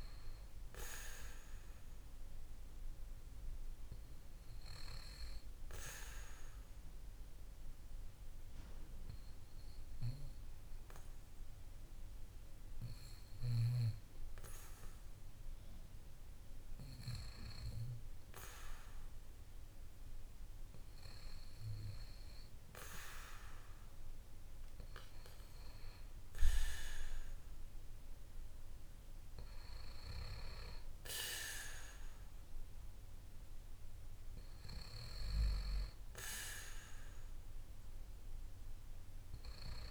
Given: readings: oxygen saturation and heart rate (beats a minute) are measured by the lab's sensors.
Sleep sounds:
breathing in sleep by a room microphone; 1
5.00-17.50 s: obstructive apnea (oxygen 95% before, 92% lowest, heart rate 56 before, 50 extreme, up 2 after)
20.50-24.50 s: arousal
29.50-39.91 s: oxygen desaturation (device-marked, oxygen 95% before, 92% lowest, heart rate 56 before, 51 extreme)
From the record:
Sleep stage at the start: N2 (light sleep); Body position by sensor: on the back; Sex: male

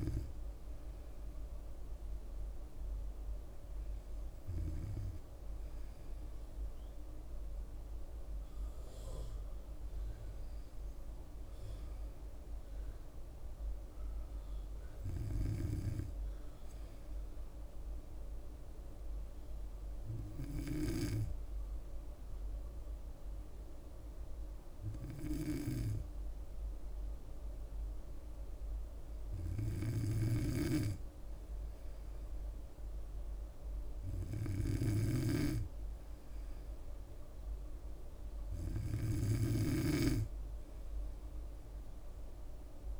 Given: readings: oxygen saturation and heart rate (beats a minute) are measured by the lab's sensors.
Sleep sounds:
breathing in sleep by a room microphone; 1
0.00-1.50 s: oxygen desaturation (device-marked, oxygen 95% lowest, heart rate 62 extreme)
5.00-8.50 s: arousal
13.50-26.00 s: hypopnea (oxygen 98% before, 94% lowest, heart rate 65 before, 63 extreme, up 3 after)
27.50-31.00 s: arousal
29.50-43.00 s: snoring (device-marked)
33.50-43.00 s: oxygen desaturation (device-marked, oxygen 97% before, 94% lowest, heart rate 67 before, 65 extreme)
From the record:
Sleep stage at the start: N2 (light sleep); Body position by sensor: on the back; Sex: female

